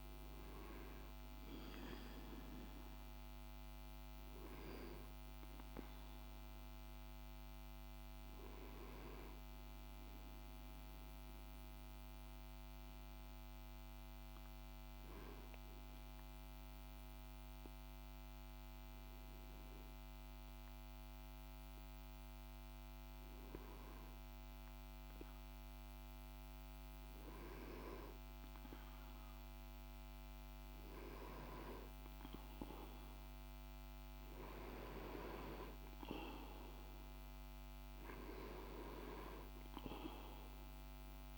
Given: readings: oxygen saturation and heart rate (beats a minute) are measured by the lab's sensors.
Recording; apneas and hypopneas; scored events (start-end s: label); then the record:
breathing in sleep by a microphone on the trachea; 1
0.00-16.50 s: oxygen desaturation (device-marked, oxygen 93% lowest, heart rate 50 extreme)
5.00-35.00 s: hypopnea (oxygen 98% before, 93% lowest, heart rate 54 before, 50 extreme, up 0 after)
36.50-41.38 s: oxygen desaturation (device-marked, oxygen 99% before, 95% lowest, heart rate 52 before, 49 extreme)
37.50-41.38 s: arousal
From the record:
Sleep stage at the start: N2 (light sleep); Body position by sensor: on the back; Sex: male